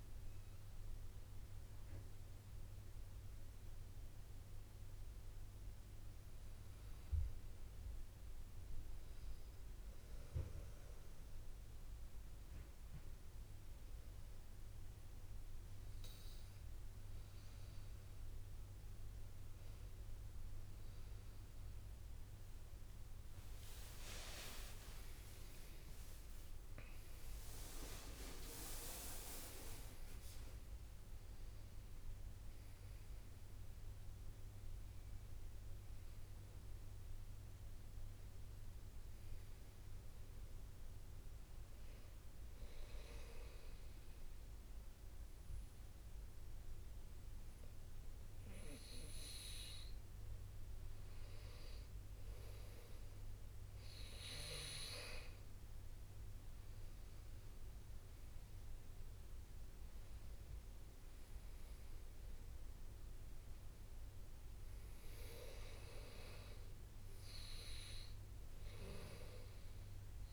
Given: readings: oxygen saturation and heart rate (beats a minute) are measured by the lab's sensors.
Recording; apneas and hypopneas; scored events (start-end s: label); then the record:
breathing in sleep by a room microphone; 2
5.00-16.00 s: oxygen desaturation (device-marked, oxygen 100% before, 96% lowest)
7.00-18.00 s: hypopnea (oxygen 100% before, 95% lowest)
24.50-31.00 s: arousal
42.50-53.00 s: hypopnea (oxygen 99% before, 95% lowest)
56.00-60.50 s: arousal
61.00-70.33 s: oxygen desaturation (device-marked, oxygen 99% before, 95% lowest)
From the record:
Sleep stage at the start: N2 (light sleep); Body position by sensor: on the back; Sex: male